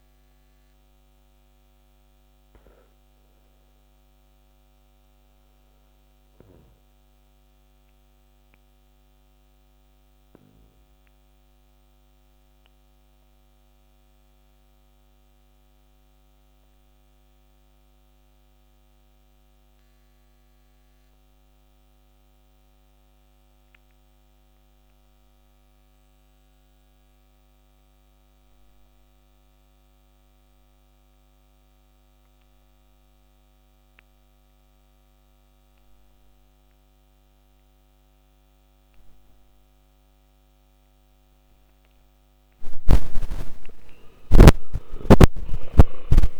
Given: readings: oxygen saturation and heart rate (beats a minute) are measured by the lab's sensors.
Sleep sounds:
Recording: breathing in sleep by a microphone on the trachea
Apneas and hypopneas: 1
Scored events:
0.00-31.50 s: oxygen desaturation (device-marked, oxygen 73% lowest, heart rate 49 extreme)
2.50-42.00 s: obstructive apnea (oxygen 99% before, 73% lowest, heart rate 66 before, 46 extreme, up 54 after)
44.00-46.40 s: arousal
From the record:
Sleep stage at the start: N2 (light sleep)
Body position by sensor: on the back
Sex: male

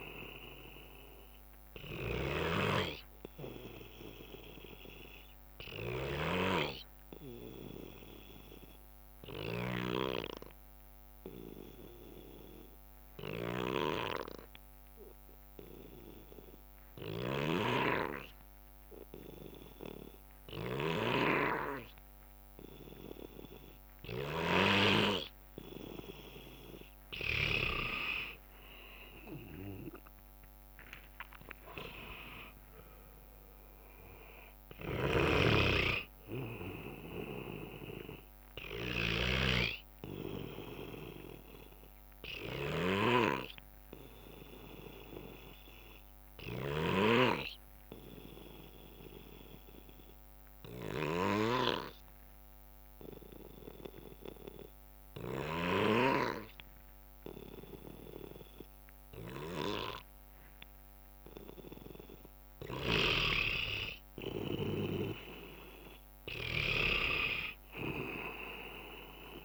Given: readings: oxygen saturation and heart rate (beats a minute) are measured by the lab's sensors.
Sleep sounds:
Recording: breathing in sleep by a microphone on the trachea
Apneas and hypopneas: 2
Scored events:
0.00-10.00 s: oxygen desaturation (device-marked, oxygen 94% lowest, heart rate 67 extreme)
2.00-6.00 s: snoring (device-marked)
5.50-26.50 s: obstructive apnea (oxygen 98% before, 92% lowest, heart rate 69 before, 65 extreme, up 9 after)
17.00-21.00 s: snoring (device-marked)
26.00-46.00 s: oxygen desaturation (device-marked, oxygen 97% before, 92% lowest, heart rate 69 before, 65 extreme)
30.50-36.00 s: arousal
34.50-47.00 s: snoring (device-marked)
43.00-62.50 s: obstructive apnea (oxygen 97% before, 92% lowest, heart rate 72 before, 61 extreme, up 5 after)
64.00-69.45 s: oxygen desaturation (device-marked, oxygen 97% before, 93% lowest, heart rate 66 before, 61 extreme)
64.50-67.50 s: arousal
From the record:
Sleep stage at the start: N2 (light sleep)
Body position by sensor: on the back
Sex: male

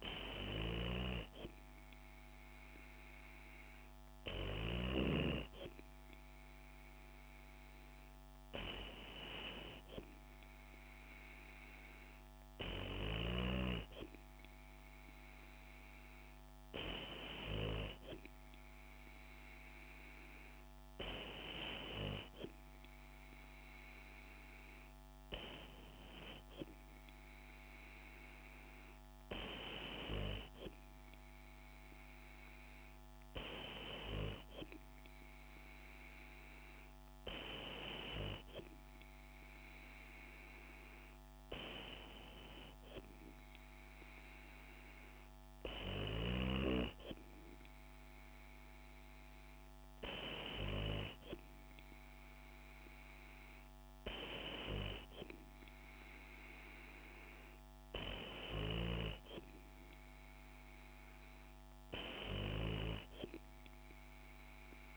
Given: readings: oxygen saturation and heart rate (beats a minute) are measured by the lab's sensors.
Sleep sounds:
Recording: breathing in sleep by a microphone on the trachea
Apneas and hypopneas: none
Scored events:
none scored
From the record:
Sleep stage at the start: N2 (light sleep)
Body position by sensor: on the back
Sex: female

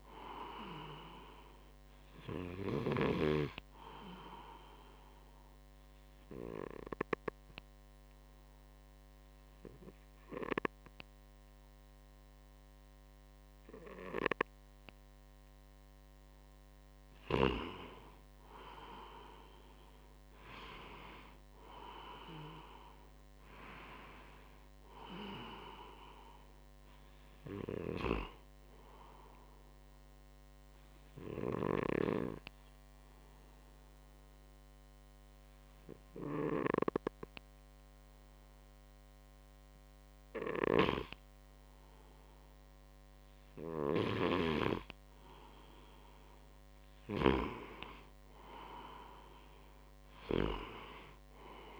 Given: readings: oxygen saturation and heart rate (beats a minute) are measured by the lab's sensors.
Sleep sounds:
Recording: breathing in sleep by a microphone on the trachea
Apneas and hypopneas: 2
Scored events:
3.50-16.00 s: obstructive apnea (oxygen 96% before, 94% lowest, heart rate 62 before, 59 extreme, up 6 after)
19.50-23.00 s: arousal
29.50-42.50 s: obstructive apnea (oxygen 96% before, 93% lowest, heart rate 62 before, 59 extreme, up 4 after)
45.50-50.00 s: arousal
From the record:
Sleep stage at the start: N2 (light sleep)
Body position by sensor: on the front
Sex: male

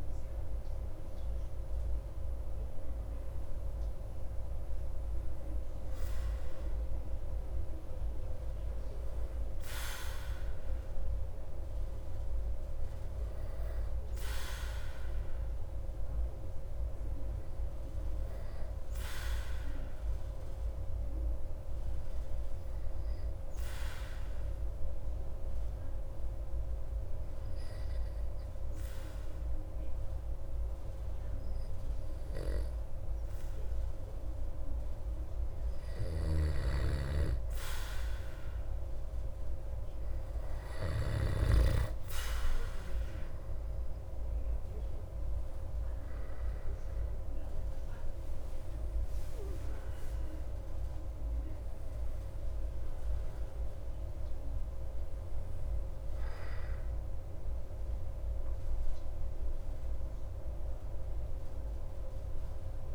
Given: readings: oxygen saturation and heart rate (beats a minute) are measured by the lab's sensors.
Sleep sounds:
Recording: breathing in sleep by a room microphone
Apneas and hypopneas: 1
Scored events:
22.00-36.50 s: obstructive apnea (oxygen 97% before, 94% lowest)
36.00-41.50 s: snoring (device-marked)
41.50-56.50 s: oxygen desaturation (device-marked, oxygen 97% before, 94% lowest)
43.50-49.00 s: arousal
From the record:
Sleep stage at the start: N2 (light sleep)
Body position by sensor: on the back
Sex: male

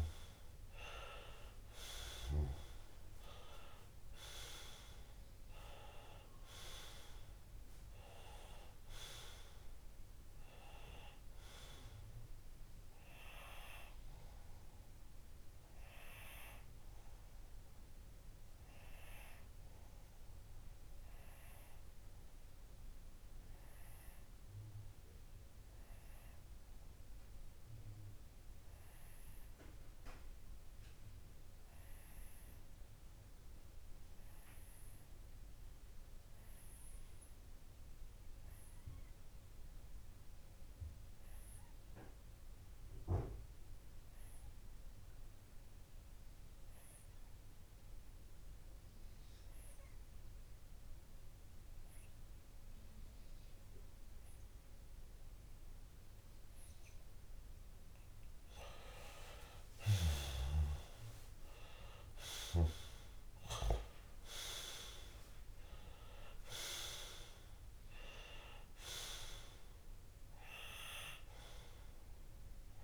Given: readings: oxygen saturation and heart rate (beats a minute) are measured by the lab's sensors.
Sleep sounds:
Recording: breathing in sleep by a room microphone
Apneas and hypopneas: 1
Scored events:
0.00-14.00 s: oxygen desaturation (device-marked, oxygen 94% lowest)
17.00-56.50 s: obstructive apnea (oxygen 98% before, 93% lowest)
51.00-71.00 s: oxygen desaturation (device-marked, oxygen 98% before, 93% lowest)
59.00-63.00 s: arousal
From the record:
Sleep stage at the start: N2 (light sleep)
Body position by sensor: on the left side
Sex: male

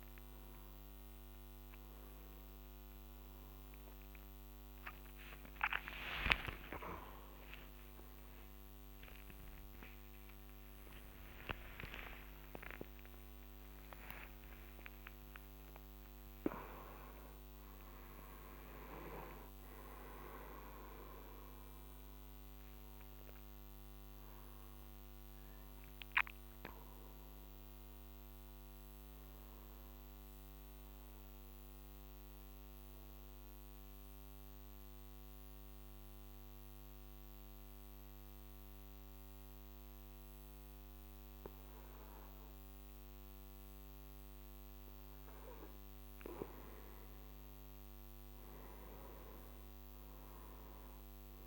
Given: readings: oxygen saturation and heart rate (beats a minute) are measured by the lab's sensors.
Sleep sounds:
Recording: breathing in sleep by a microphone on the trachea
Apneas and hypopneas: 1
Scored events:
5.50-12.50 s: arousal
6.50-13.50 s: oxygen desaturation (device-marked, oxygen 97% before, 93% lowest, heart rate 65 before, 47 extreme)
31.00-44.50 s: mixed apnea (oxygen 97% before, 89% lowest, heart rate 93 before, 47 extreme, up 13 after)
47.00-50.50 s: arousal
From the record:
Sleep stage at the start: N2 (light sleep)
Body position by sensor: on the back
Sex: male

